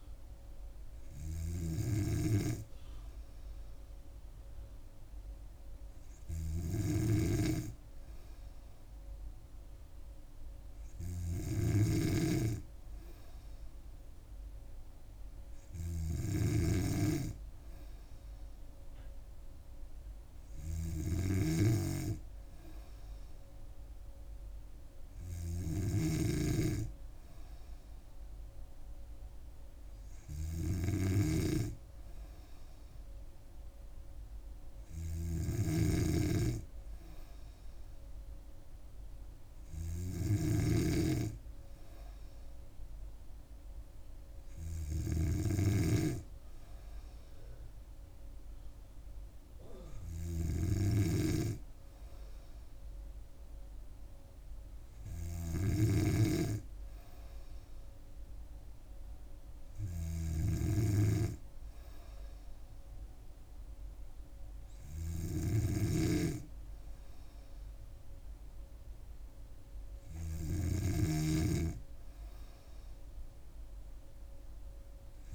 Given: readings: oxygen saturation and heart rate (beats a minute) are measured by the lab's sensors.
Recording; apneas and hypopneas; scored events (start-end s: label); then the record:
breathing in sleep by a room microphone; none
7.00-61.00 s: snoring (device-marked)
71.00-75.35 s: snoring (device-marked)
From the record:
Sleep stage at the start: N2 (light sleep); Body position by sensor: on the back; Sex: female